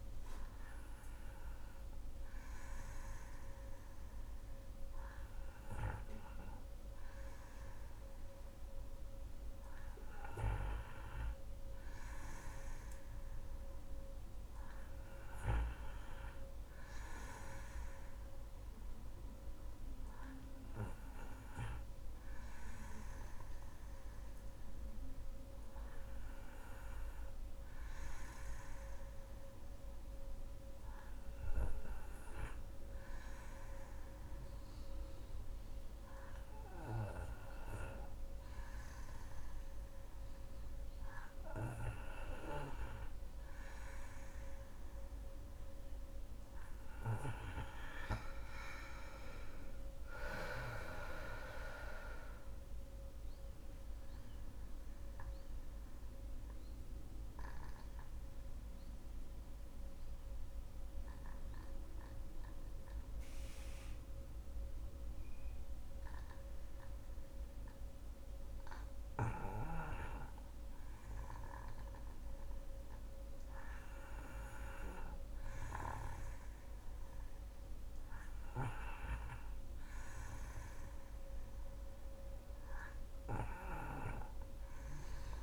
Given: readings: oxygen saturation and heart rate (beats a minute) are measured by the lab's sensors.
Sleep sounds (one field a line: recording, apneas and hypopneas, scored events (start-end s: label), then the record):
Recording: breathing in sleep by a room microphone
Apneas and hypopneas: 1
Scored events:
46.00-49.50 s: arousal
52.00-67.00 s: obstructive apnea (oxygen 95% before, 90% lowest, heart rate 64 before, 61 extreme, up 3 after)
60.00-85.43 s: new sleep stage, N2 (light sleep)
72.00-76.00 s: arousal
78.00-85.43 s: oxygen desaturation (device-marked, oxygen 99% before, 92% lowest, heart rate 63 before, 64 extreme)
From the record:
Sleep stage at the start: N3 (deep sleep)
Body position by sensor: on the back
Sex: female